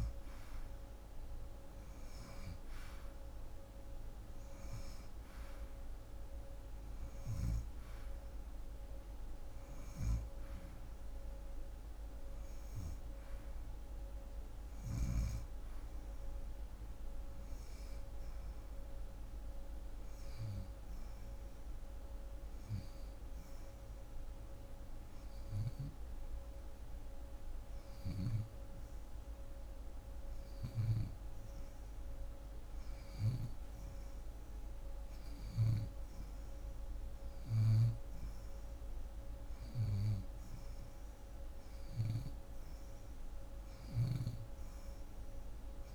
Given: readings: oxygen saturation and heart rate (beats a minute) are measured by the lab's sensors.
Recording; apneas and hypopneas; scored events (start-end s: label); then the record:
breathing in sleep by a room microphone; 1
22.00-33.00 s: hypopnea (oxygen 91% before, 90% lowest)
32.50-43.50 s: snoring (device-marked)
35.00-38.00 s: arousal
From the record:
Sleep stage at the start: N2 (light sleep); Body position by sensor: on the left side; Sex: female